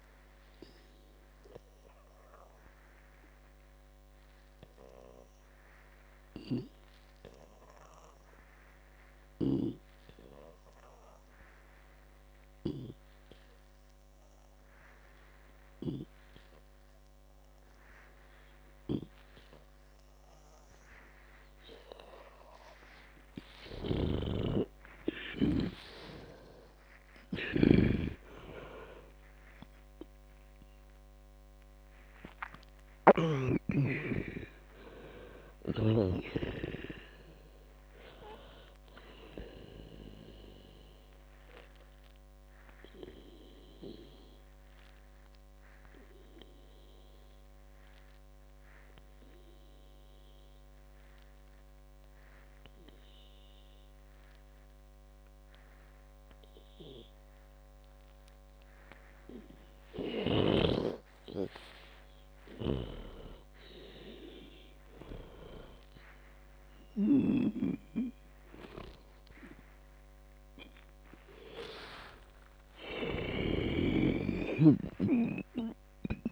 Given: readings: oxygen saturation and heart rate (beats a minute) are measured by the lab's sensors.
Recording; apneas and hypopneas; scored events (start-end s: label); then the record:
breathing in sleep by a microphone on the trachea; 2
0.50-23.50 s: obstructive apnea (oxygen 98% before, 88% lowest, heart rate 59 before, 59 extreme, up 31 after)
7.00-13.50 s: snoring (device-marked)
19.50-37.00 s: snoring (device-marked)
22.50-52.50 s: oxygen desaturation (device-marked, oxygen 96% before, 88% lowest, heart rate 64 before, 56 extreme)
24.50-30.50 s: arousal
41.50-59.50 s: obstructive apnea (oxygen 96% before, 88% lowest, heart rate 78 before, 56 extreme, up 13 after)
61.50-64.50 s: arousal
63.00-68.00 s: snoring (device-marked)
70.50-76.32 s: oxygen desaturation (device-marked, oxygen 98% before, 94% lowest, heart rate 63 before, 62 extreme)
72.50-76.32 s: arousal
From the record:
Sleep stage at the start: N2 (light sleep); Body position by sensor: on the back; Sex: female